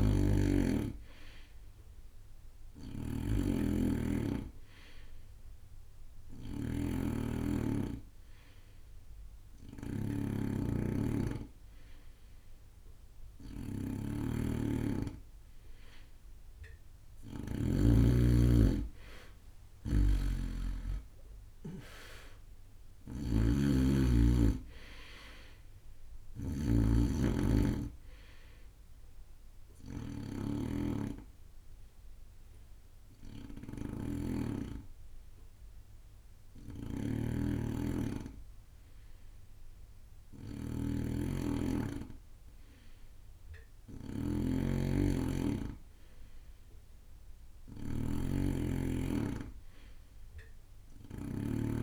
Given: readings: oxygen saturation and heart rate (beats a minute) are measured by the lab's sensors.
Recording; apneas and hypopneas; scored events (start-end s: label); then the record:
breathing in sleep by a room microphone; 1
0.00-18.00 s: snoring (device-marked)
0.00-20.00 s: oxygen desaturation (device-marked, oxygen 92% lowest)
20.00-51.83 s: snoring (device-marked)
26.50-29.50 s: arousal
31.00-42.00 s: hypopnea (oxygen 93% before, 92% lowest)
44.50-48.50 s: arousal
From the record:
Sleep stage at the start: N2 (light sleep); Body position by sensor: on the right side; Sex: male